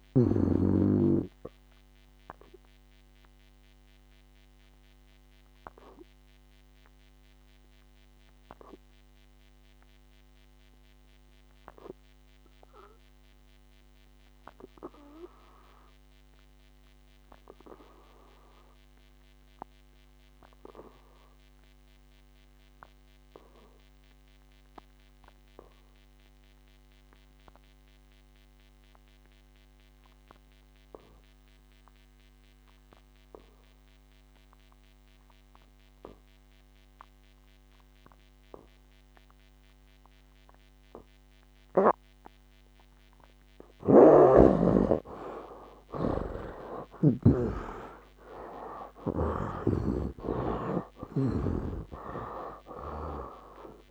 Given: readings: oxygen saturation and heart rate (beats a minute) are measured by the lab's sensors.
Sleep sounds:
breathing in sleep by a microphone on the trachea; 1
0.00-27.00 s: oxygen desaturation (device-marked, oxygen 71% lowest, heart rate 57 extreme)
2.00-42.50 s: obstructive apnea (oxygen 94% before, 71% lowest, heart rate 72 before, 57 extreme, up 18 after)
29.00-53.91 s: oxygen desaturation (device-marked, oxygen 98% before, 78% lowest, heart rate 60 before, 57 extreme)
44.00-53.91 s: snoring (device-marked)
46.00-50.50 s: arousal
From the record:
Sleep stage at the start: N2 (light sleep); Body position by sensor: on the back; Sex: male

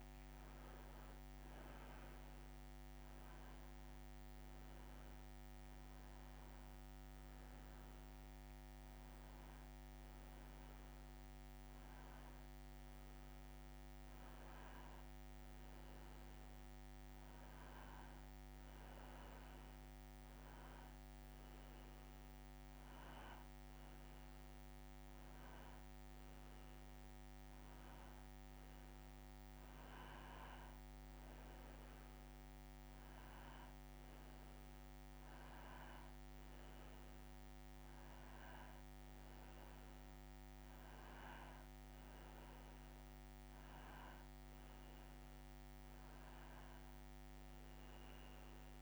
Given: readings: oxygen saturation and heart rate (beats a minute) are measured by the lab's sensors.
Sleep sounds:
breathing in sleep, hard to hear, by a microphone on the trachea; none
none scored
From the record:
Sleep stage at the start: N2 (light sleep); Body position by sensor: on the back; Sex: male

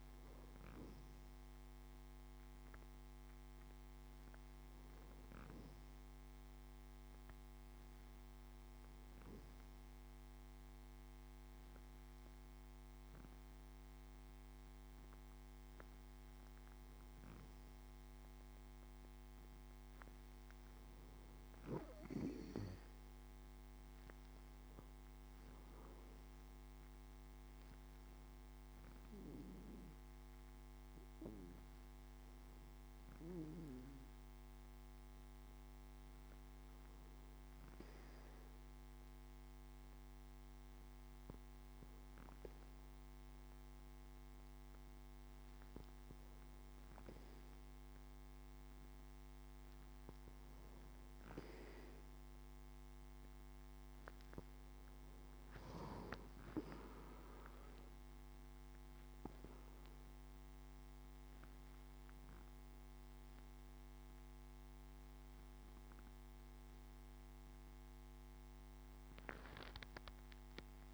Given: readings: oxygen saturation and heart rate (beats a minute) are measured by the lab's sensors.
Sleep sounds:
breathing in sleep by a microphone on the trachea; 1
26.00-31.50 s: arousal
37.50-49.50 s: hypopnea (oxygen 94% before, 93% lowest, heart rate 70 before, 65 extreme, up 1 after)
52.00-54.50 s: arousal
From the record:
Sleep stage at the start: N2 (light sleep); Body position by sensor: on the back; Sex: male

